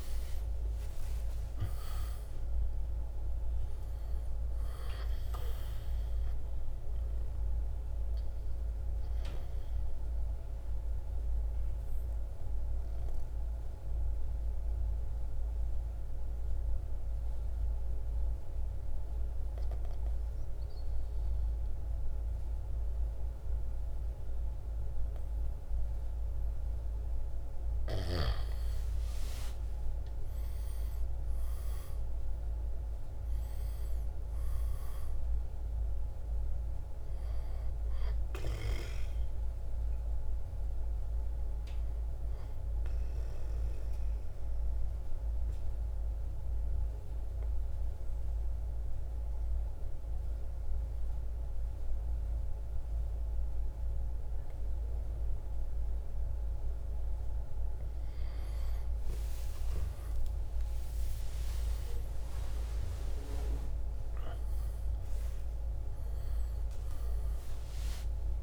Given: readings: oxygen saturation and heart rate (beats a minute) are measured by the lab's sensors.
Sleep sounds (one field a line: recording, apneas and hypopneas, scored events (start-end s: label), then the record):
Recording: breathing in sleep, hard to hear, by a room microphone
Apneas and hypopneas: 2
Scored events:
0.00-1.50 s: arousal
0.00-5.50 s: oxygen desaturation (device-marked, oxygen 94% lowest, heart rate 52 extreme)
3.50-12.50 s: drop in pulse transit time (device-marked, heart rate 58 before, 53 extreme)
6.00-26.50 s: obstructive apnea (oxygen 98% before, 88% lowest, heart rate 59 before, 52 extreme, up 7 after)
7.50-25.50 s: oxygen desaturation (device-marked, oxygen 96% before, 91% lowest, heart rate 60 before, 52 extreme)
28.50-32.50 s: arousal
32.50-55.50 s: oxygen desaturation (device-marked, oxygen 98% before, 88% lowest, heart rate 55 before, 53 extreme)
41.50-57.50 s: obstructive apnea (oxygen 98% before, 88% lowest, heart rate 58 before, 53 extreme, up 23 after)
59.50-64.00 s: arousal
63.50-68.43 s: drop in pulse transit time (device-marked, heart rate 57 before, 55 extreme)
From the record:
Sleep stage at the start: N2 (light sleep)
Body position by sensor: on the right side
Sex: male